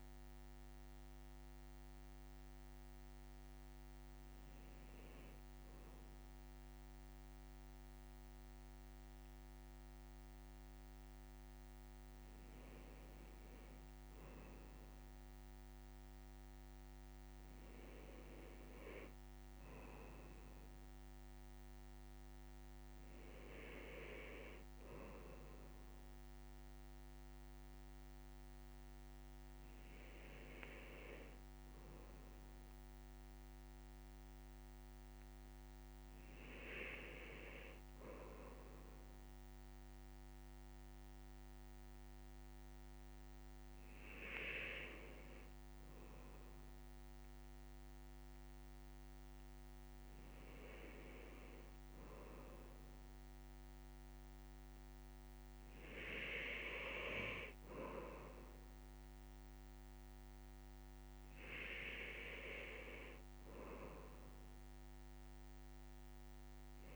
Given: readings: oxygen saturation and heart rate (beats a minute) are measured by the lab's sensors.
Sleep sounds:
breathing in sleep by a microphone on the trachea; none
38.50-66.96 s: new sleep stage, N2 (light sleep)
From the record:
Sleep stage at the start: N1 (lightest sleep); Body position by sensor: on the left side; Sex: male

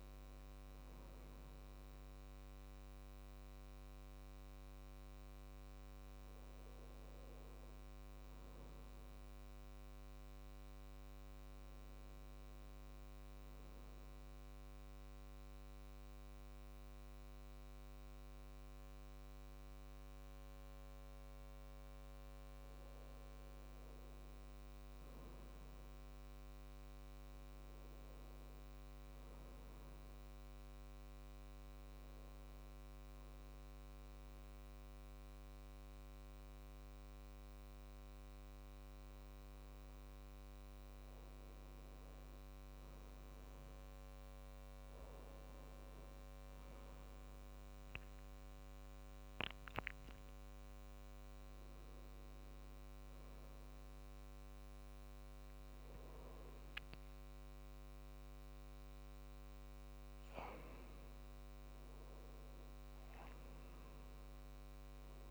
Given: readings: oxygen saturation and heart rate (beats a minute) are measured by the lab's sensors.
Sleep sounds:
breathing in sleep, hard to hear, by a microphone on the trachea; 2
6.50-10.00 s: arousal
14.00-24.00 s: obstructive apnea (oxygen 96% before, 91% lowest, heart rate 72 before, 69 extreme, up 0 after)
25.00-27.50 s: arousal
30.50-41.00 s: obstructive apnea (oxygen 97% before, 91% lowest, heart rate 71 before, 69 extreme, up 4 after)
51.00-65.31 s: oxygen desaturation (device-marked, oxygen 95% before, 91% lowest, heart rate 71 before, 70 extreme)
54.00-65.31 s: new sleep stage, awake
From the record:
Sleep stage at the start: N2 (light sleep); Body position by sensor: on the back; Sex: male

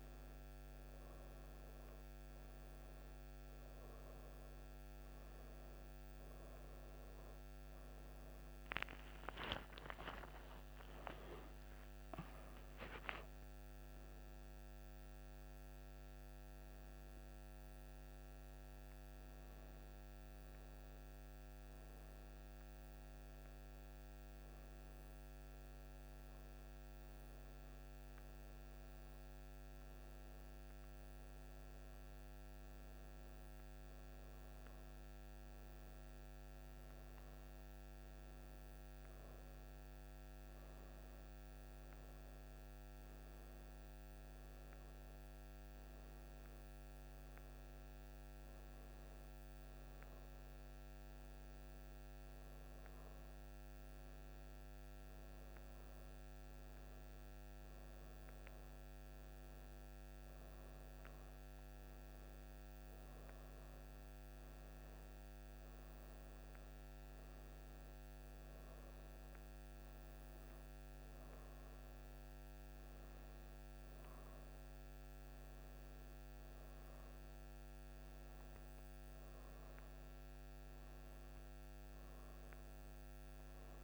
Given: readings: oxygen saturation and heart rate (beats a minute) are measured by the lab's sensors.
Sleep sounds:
breathing in sleep, hard to hear, by a microphone on the trachea; none
9.50-14.00 s: arousal
62.50-83.83 s: new sleep stage, N2 (light sleep)
From the record:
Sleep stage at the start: N1 (lightest sleep); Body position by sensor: on the right side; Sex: female

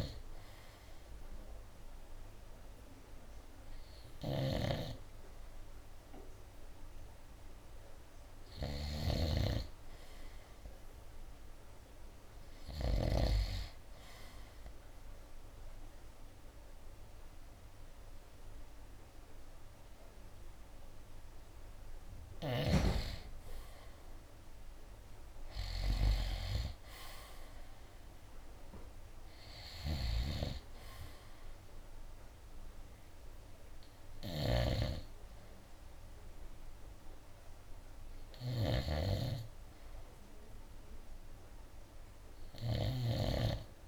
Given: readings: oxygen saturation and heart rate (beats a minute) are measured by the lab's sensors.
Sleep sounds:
breathing in sleep by a room microphone; none
0.00-7.50 s: oxygen desaturation (device-marked, oxygen 90% lowest, heart rate 67 extreme)
0.00-9.50 s: snoring (device-marked)
34.00-43.88 s: snoring (device-marked)
34.50-43.50 s: oxygen desaturation (device-marked, oxygen 94% before, 91% lowest, heart rate 74 before, 66 extreme)
From the record:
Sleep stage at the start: N2 (light sleep); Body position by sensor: on the right side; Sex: male

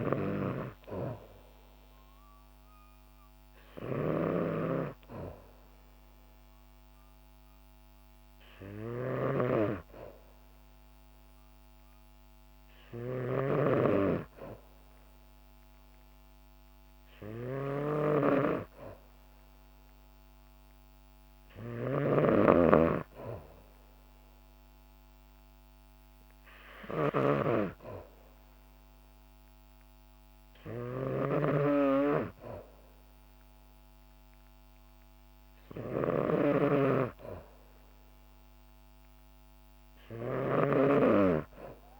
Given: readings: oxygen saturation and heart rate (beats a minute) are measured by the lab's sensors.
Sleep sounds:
breathing in sleep by a microphone on the trachea; none
0.00-42.00 s: snoring (device-marked)
From the record:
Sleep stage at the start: N2 (light sleep); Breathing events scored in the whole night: 200 in 7.3 hours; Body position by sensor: on the back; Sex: female

